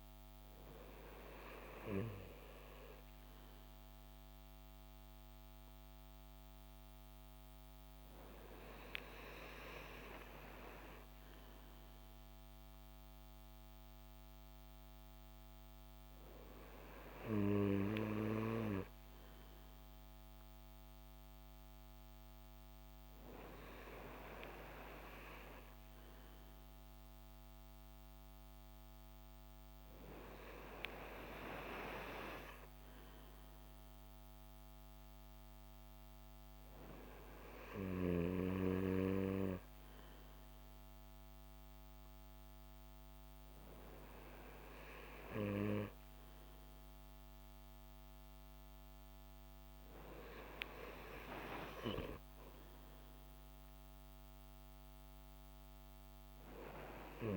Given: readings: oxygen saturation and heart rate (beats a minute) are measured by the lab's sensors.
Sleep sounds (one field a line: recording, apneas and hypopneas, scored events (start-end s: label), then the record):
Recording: breathing in sleep by a microphone on the trachea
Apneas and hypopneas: none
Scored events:
none scored
From the record:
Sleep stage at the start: N2 (light sleep)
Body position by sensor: on the back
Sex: male